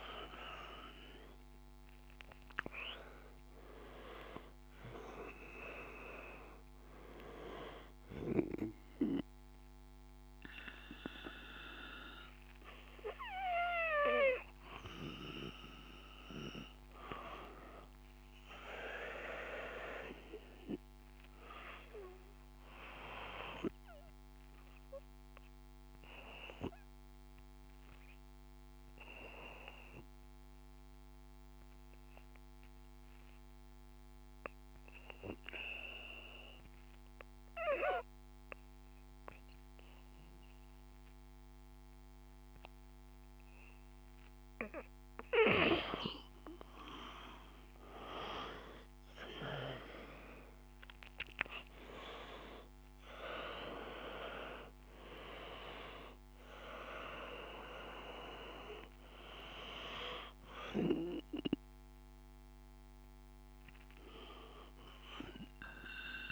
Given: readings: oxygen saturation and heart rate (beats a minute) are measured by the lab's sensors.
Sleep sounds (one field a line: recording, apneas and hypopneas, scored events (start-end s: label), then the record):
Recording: breathing in sleep by a microphone on the trachea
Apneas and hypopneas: 1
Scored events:
0.00-3.00 s: arousal
21.50-42.50 s: obstructive apnea (oxygen 96% before, 91% lowest, heart rate 56 before, 51 extreme, up 0 after)
46.00-50.00 s: arousal
49.50-66.32 s: oxygen desaturation (device-marked, oxygen 97% before, 91% lowest, heart rate 55 before, 51 extreme)
From the record:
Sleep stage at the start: N2 (light sleep)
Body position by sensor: on the back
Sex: male